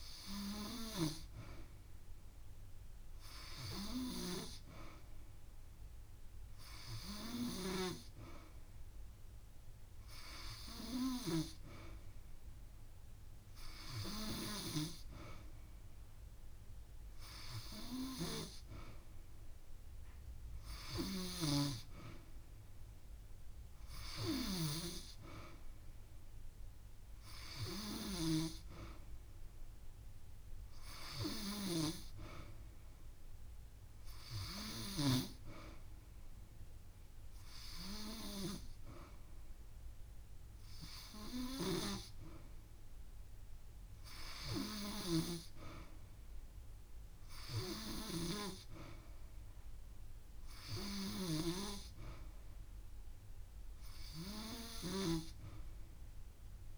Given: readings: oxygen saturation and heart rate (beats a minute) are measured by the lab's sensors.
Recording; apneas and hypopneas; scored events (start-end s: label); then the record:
breathing in sleep by a room microphone; none
13.00-15.00 s: long interval between heartbeats (device-marked)
18.50-25.50 s: drop in pulse transit time (device-marked)
24.00-26.00 s: long interval between heartbeats (device-marked)
27.50-28.50 s: drop in pulse transit time (device-marked)
29.00-31.00 s: long interval between heartbeats (device-marked)
42.50-44.50 s: long interval between heartbeats (device-marked)
50.00-52.00 s: long interval between heartbeats (device-marked)
From the record:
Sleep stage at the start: N2 (light sleep); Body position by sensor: on the back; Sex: female